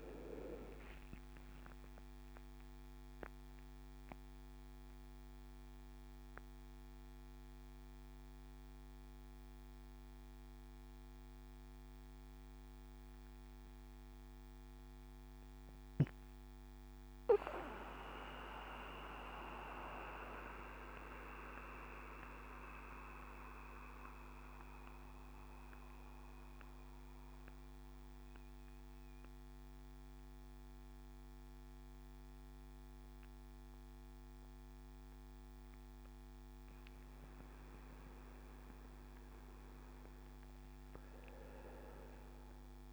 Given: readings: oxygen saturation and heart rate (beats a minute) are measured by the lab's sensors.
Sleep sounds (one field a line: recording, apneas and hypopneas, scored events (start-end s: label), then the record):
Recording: breathing in sleep by a microphone on the trachea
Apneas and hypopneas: none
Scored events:
40.00-42.93 s: oxygen desaturation (device-marked, oxygen 99% before, 96% lowest)
From the record:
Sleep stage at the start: N1 (lightest sleep)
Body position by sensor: on the back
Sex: male